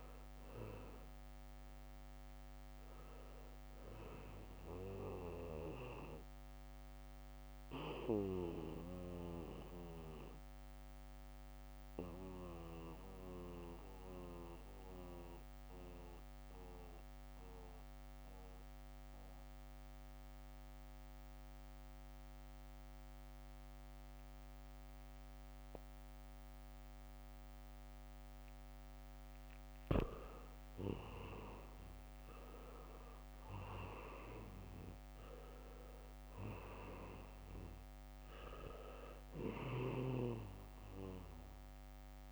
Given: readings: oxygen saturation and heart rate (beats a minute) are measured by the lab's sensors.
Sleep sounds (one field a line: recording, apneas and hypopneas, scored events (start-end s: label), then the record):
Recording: breathing in sleep by a microphone on the trachea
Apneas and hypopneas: 1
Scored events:
0.00-26.00 s: oxygen desaturation (device-marked, oxygen 83% lowest, heart rate 66 extreme)
9.50-29.00 s: mixed apnea (oxygen 98% before, 82% lowest, heart rate 71 before, 66 extreme, up 0 after)
30.00-31.50 s: leg movement (device-marked)
30.50-34.50 s: arousal
33.00-42.32 s: oxygen desaturation (device-marked, oxygen 99% before, 85% lowest, heart rate 73 before, 66 extreme)
From the record:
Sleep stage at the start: N2 (light sleep)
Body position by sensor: on the back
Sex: male